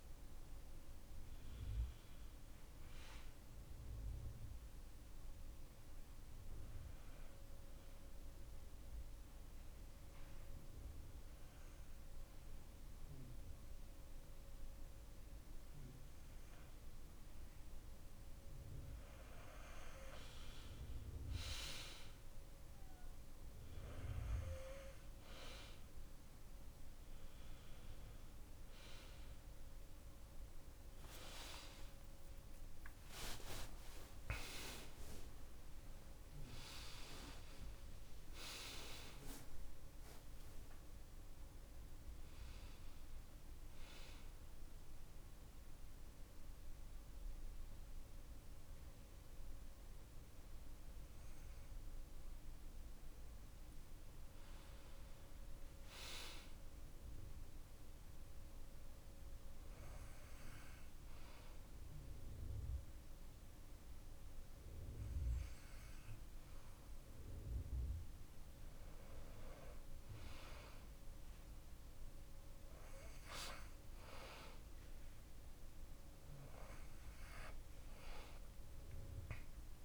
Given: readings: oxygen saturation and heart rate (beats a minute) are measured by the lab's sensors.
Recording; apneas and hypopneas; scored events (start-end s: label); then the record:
breathing in sleep by a room microphone; 2
0.00-2.50 s: oxygen desaturation (device-marked, oxygen 89% lowest)
1.50-4.50 s: arousal
6.50-17.00 s: obstructive apnea (oxygen 98% before, 92% lowest)
19.00-22.50 s: arousal
25.50-39.50 s: oxygen desaturation (device-marked, oxygen 96% before, 92% lowest)
56.50-68.00 s: hypopnea (oxygen 97% before, 91% lowest)
64.50-74.50 s: oxygen desaturation (device-marked, oxygen 97% before, 93% lowest)
71.00-74.50 s: arousal
From the record:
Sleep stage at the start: N2 (light sleep); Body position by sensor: on the back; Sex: male